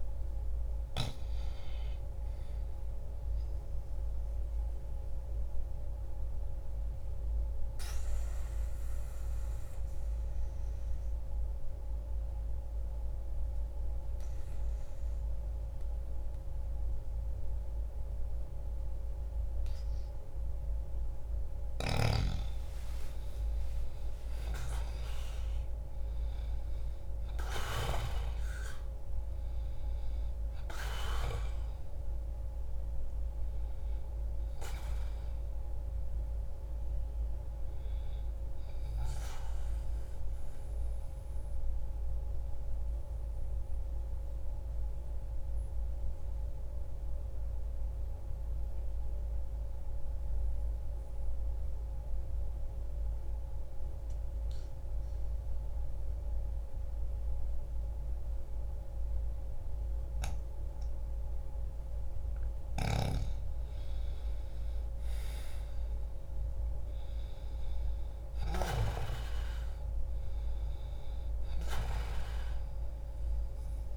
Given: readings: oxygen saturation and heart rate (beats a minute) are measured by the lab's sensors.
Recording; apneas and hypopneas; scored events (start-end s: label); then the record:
breathing in sleep by a room microphone; 2
3.50-21.00 s: obstructive apnea (oxygen 97% before, 89% lowest, heart rate 61 before, 59 extreme, up 2 after)
10.00-20.00 s: oxygen desaturation (device-marked, oxygen 96% before, 91% lowest, heart rate 60 before, 60 extreme)
22.00-26.50 s: arousal
39.00-61.50 s: mixed apnea (oxygen 95% before, 87% lowest, heart rate 61 before, 60 extreme, up 1 after)
46.00-58.00 s: oxygen desaturation (device-marked, oxygen 93% before, 89% lowest, heart rate 61 before, 60 extreme)
63.00-68.00 s: arousal
72.00-73.97 s: oxygen desaturation (device-marked, oxygen 97% before, 88% lowest, heart rate 60 before, 60 extreme)
From the record:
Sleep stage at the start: N2 (light sleep); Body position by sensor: on the back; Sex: male